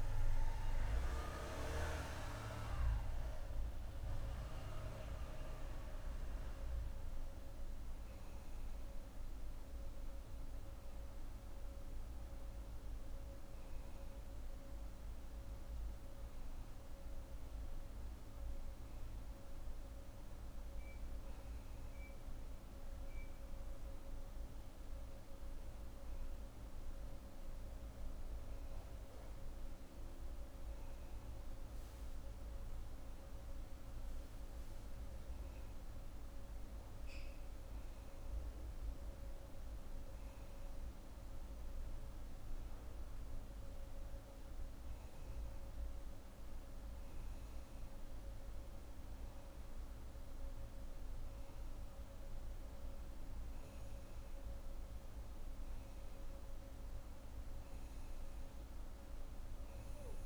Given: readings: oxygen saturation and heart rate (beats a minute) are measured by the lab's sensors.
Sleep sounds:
breathing in sleep by a room microphone; none
none scored
From the record:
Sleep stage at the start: N1 (lightest sleep); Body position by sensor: on the back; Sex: female

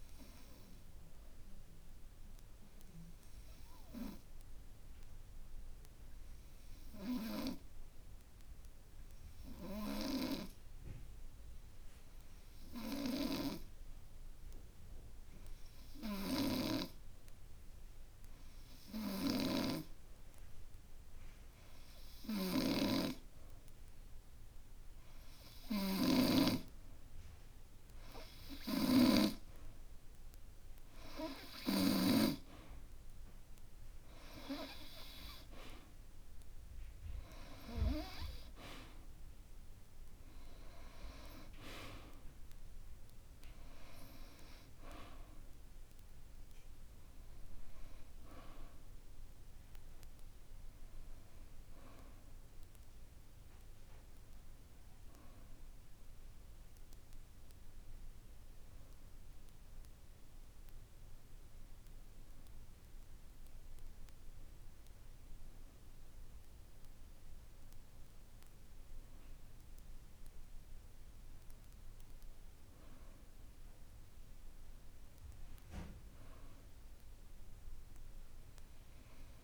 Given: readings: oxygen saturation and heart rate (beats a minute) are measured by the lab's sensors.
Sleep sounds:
breathing in sleep by a room microphone; 1
4.00-25.50 s: hypopnea (oxygen 95% before, 89% lowest, heart rate 51 before, 50 extreme, up 4 after)
21.50-60.50 s: oxygen desaturation (device-marked, oxygen 92% before, 89% lowest, heart rate 53 before, 48 extreme)
27.00-31.00 s: arousal
From the record:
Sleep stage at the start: N2 (light sleep); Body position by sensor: on the back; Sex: male

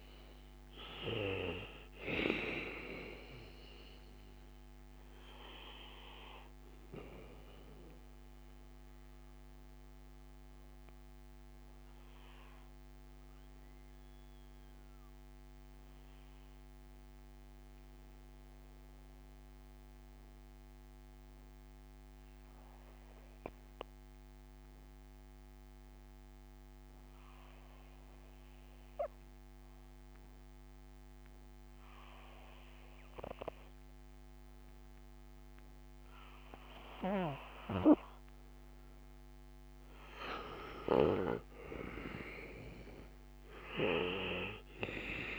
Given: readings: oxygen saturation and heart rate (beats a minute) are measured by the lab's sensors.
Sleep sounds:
breathing in sleep by a microphone on the trachea; 1
0.00-24.50 s: oxygen desaturation (device-marked, oxygen 78% lowest, heart rate 56 extreme)
7.00-40.00 s: obstructive apnea (oxygen 98% before, 78% lowest, heart rate 61 before, 56 extreme, up 6 after)
40.50-45.38 s: arousal
40.50-45.38 s: oxygen desaturation (device-marked, oxygen 98% before, 82% lowest, heart rate 68 before, 56 extreme)
From the record:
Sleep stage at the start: N2 (light sleep); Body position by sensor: on the back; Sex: male

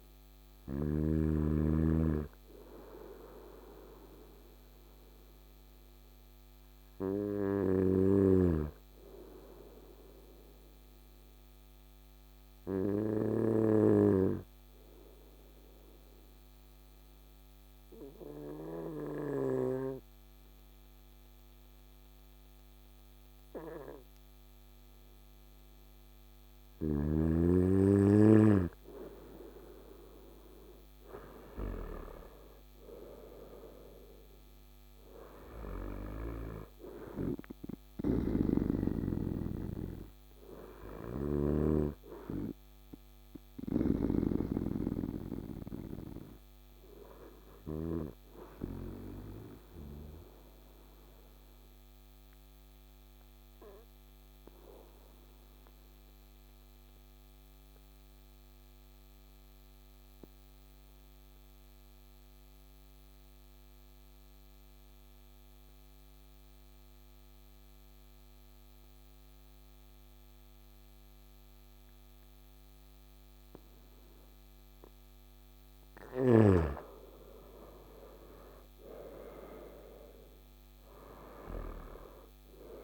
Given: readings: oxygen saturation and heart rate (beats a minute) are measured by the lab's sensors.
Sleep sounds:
breathing in sleep by a microphone on the trachea; 2
0.00-1.00 s: snoring (device-marked)
0.00-13.00 s: oxygen desaturation (device-marked, oxygen 93% lowest, heart rate 54 extreme)
9.50-26.00 s: obstructive apnea (oxygen 97% before, 93% lowest, heart rate 60 before, 54 extreme, up 7 after)
29.50-33.50 s: arousal
38.00-43.50 s: snoring (device-marked)
44.50-74.00 s: obstructive apnea (oxygen 99% before, 92% lowest, heart rate 60 before, 55 extreme, up 8 after)
75.00-82.83 s: oxygen desaturation (device-marked, oxygen 98% before, 92% lowest, heart rate 57 before, 55 extreme)
76.00-80.50 s: arousal
From the record:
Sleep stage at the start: N2 (light sleep); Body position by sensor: on the right side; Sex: male

